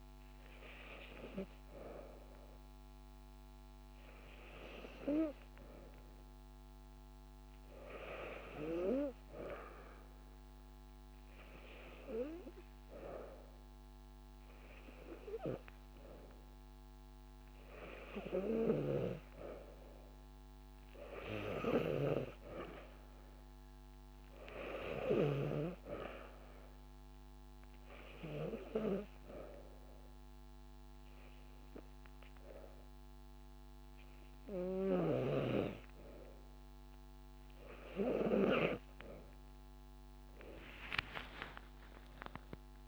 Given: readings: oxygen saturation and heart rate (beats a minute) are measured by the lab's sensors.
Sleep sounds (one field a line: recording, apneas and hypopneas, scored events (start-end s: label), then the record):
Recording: breathing in sleep by a microphone on the trachea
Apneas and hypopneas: 1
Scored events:
1.50-3.50 s: long interval between heartbeats (device-marked)
25.50-27.50 s: long interval between heartbeats (device-marked)
27.00-38.50 s: obstructive apnea (oxygen 96% before, 92% lowest)
36.50-38.50 s: long interval between heartbeats (device-marked)
40.50-42.88 s: arousal
From the record:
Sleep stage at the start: N2 (light sleep)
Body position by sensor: on the back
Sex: female